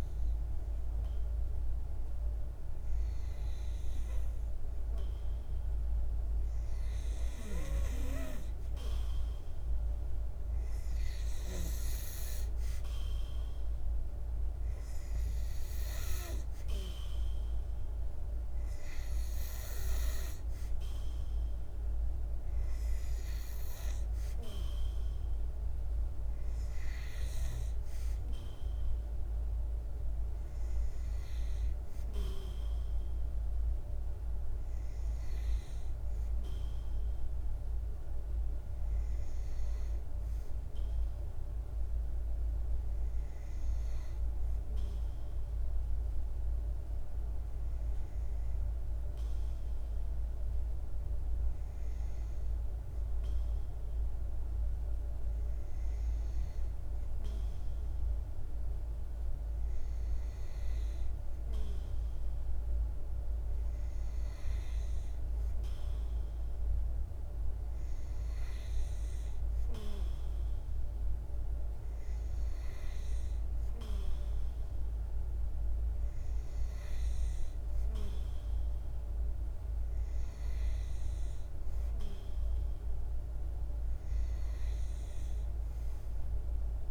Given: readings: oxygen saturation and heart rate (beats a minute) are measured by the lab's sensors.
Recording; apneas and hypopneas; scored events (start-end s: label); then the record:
breathing in sleep, hard to hear, by a room microphone; none
5.50-23.50 s: oxygen desaturation (device-marked, oxygen 96% before, 92% lowest, heart rate 51 before, 51 extreme)
From the record:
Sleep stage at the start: N2 (light sleep); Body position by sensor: on the back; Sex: male